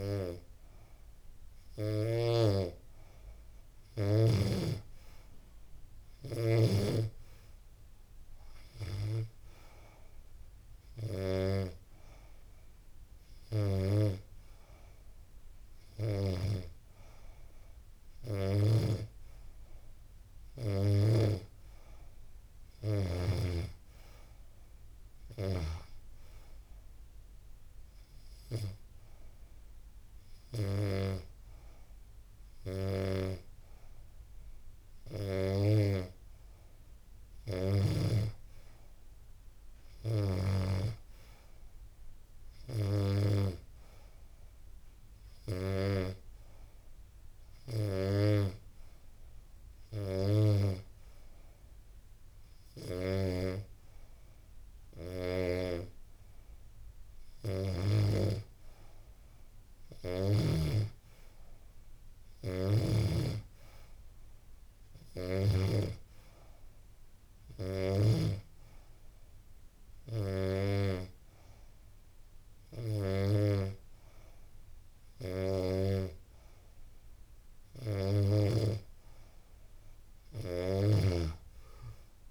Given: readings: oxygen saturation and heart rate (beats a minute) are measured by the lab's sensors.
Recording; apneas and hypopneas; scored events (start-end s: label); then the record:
breathing in sleep by a room microphone; none
0.00-3.50 s: snoring (device-marked)
From the record:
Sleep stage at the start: N2 (light sleep); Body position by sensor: on the back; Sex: female